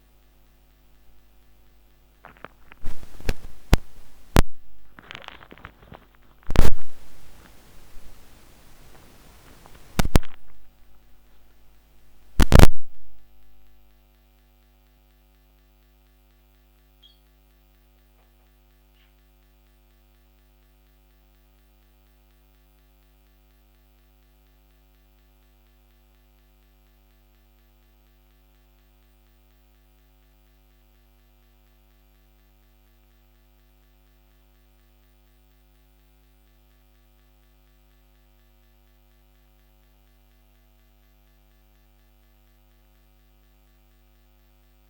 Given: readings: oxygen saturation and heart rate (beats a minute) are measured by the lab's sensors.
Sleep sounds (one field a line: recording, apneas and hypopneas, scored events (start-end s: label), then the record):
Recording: a person awake in a sleep study, by a microphone on the trachea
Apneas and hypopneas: none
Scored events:
23.00-44.90 s: new sleep stage, N1 (lightest sleep)
From the record:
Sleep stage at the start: awake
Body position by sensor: on the back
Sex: female